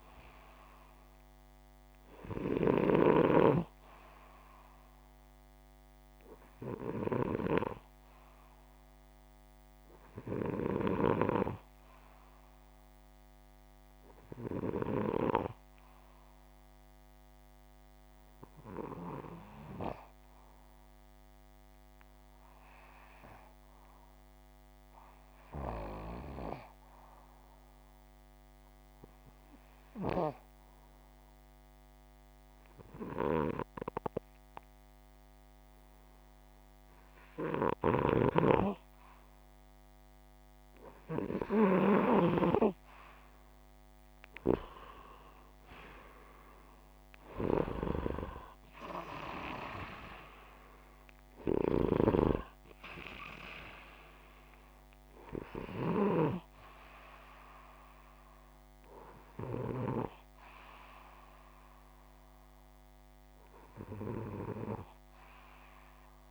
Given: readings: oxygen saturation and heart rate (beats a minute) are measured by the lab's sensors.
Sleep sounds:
breathing in sleep by a microphone on the trachea; 1
13.50-21.50 s: oxygen desaturation (device-marked, oxygen 95% before, 91% lowest)
18.00-35.00 s: obstructive apnea (oxygen 95% before, 91% lowest)
37.00-41.50 s: snoring (device-marked)
40.00-45.00 s: arousal
51.00-55.50 s: snoring (device-marked)
From the record:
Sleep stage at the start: N2 (light sleep); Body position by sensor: upright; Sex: male

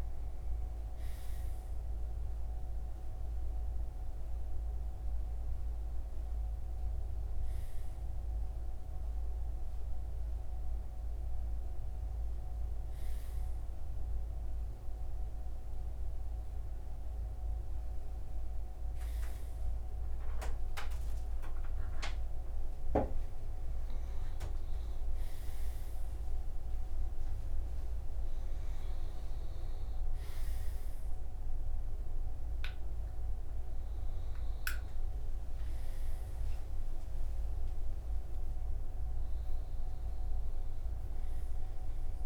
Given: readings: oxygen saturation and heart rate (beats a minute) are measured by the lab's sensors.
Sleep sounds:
breathing in sleep, hard to hear, by a room microphone; none
none scored
From the record:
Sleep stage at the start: REM sleep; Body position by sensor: on the front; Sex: male

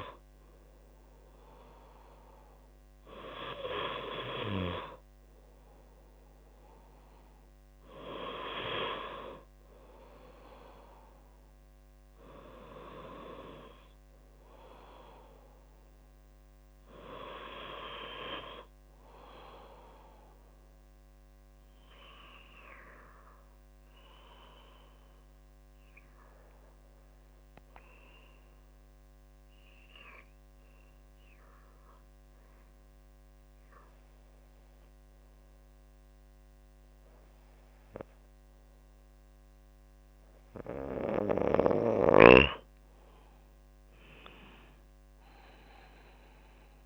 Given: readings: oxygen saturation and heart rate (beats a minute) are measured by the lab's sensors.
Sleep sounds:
breathing in sleep by a microphone on the trachea; 1
26.00-41.00 s: obstructive apnea (oxygen 97% before, 94% lowest, heart rate 55 before, 48 extreme, up 14 after)
34.50-46.86 s: new sleep stage, N2 (light sleep)
40.50-46.86 s: oxygen desaturation (device-marked, oxygen 97% before, 94% lowest, heart rate 50 before, 46 extreme)
44.50-46.86 s: arousal
From the record:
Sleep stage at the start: REM sleep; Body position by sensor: on the back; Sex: female

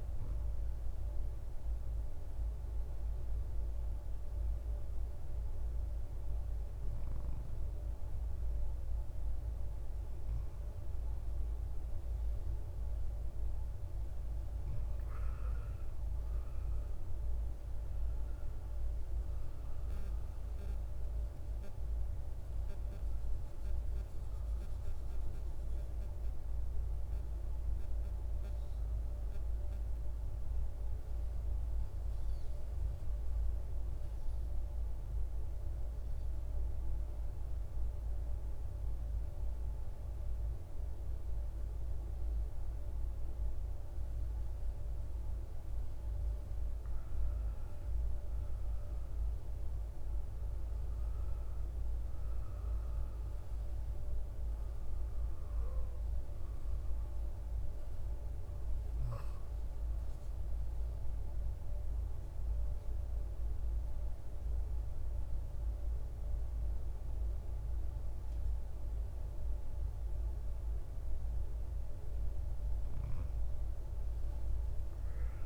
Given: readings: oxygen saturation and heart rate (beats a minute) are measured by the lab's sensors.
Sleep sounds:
breathing in sleep, hard to hear, by a room microphone; 2
17.50-22.00 s: arousal
32.50-44.00 s: obstructive apnea (oxygen 96% before, 93% lowest, heart rate 62 before, 53 extreme, up 8 after)
46.50-50.00 s: arousal
60.00-70.00 s: obstructive apnea (oxygen 97% before, 90% lowest, heart rate 58 before, 54 extreme, up 5 after)
72.00-75.46 s: arousal
From the record:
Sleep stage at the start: N2 (light sleep); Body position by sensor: on the right side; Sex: male

